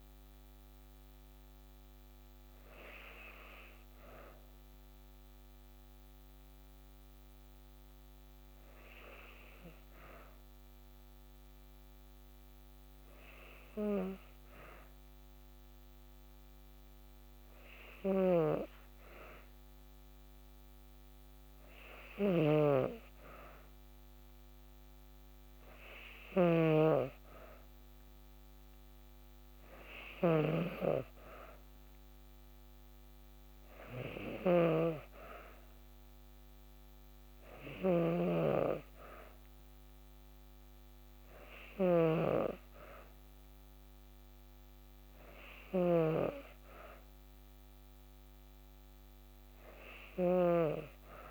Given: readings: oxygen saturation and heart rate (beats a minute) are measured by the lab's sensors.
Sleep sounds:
breathing in sleep by a microphone on the trachea; none
17.50-51.31 s: snoring (device-marked)
From the record:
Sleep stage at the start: N2 (light sleep); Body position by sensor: on the back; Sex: female

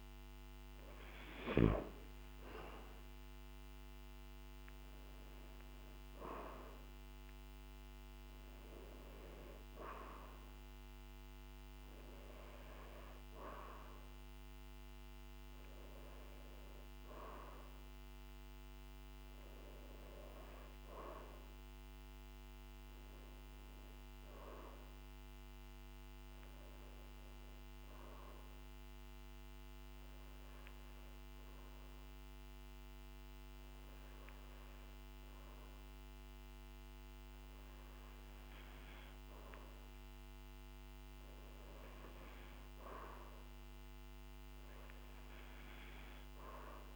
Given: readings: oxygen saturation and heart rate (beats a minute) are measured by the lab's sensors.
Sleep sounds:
breathing in sleep by a microphone on the trachea; none
none scored
From the record:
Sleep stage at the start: N2 (light sleep); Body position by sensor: on the back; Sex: male

